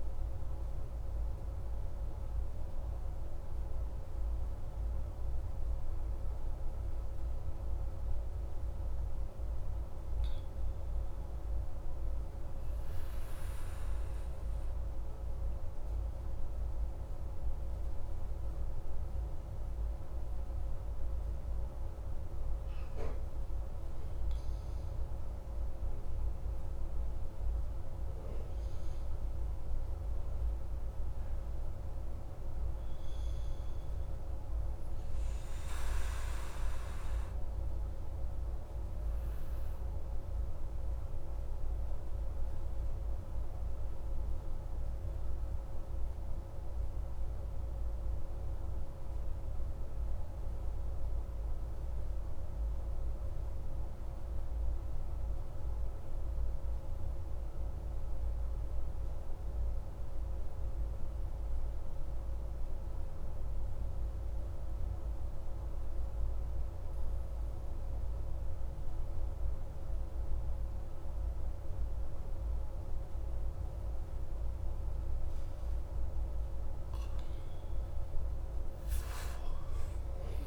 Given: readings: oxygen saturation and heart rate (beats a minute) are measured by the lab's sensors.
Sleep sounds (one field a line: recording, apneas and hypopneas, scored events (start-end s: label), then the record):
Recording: breathing in sleep, hard to hear, by a room microphone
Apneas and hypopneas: 2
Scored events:
13.00-24.00 s: obstructive apnea (oxygen 98% before, 95% lowest, heart rate 36 before, 26 extreme, up 15 after)
24.50-29.00 s: arousal
36.50-74.50 s: obstructive apnea (oxygen 97% before, 94% lowest)
77.00-80.47 s: arousal
From the record:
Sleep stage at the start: N2 (light sleep)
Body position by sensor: on the back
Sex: male